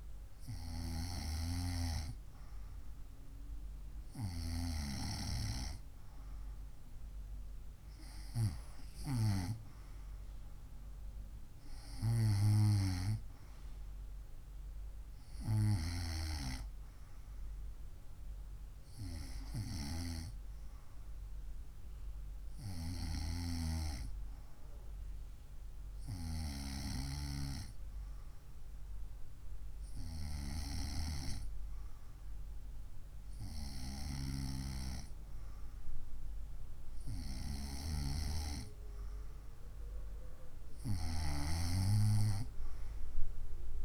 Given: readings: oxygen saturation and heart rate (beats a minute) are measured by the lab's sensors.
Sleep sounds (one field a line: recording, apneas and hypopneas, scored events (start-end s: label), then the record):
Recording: breathing in sleep by a room microphone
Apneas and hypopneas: none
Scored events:
none scored
From the record:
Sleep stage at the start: N2 (light sleep)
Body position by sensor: on the right side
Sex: female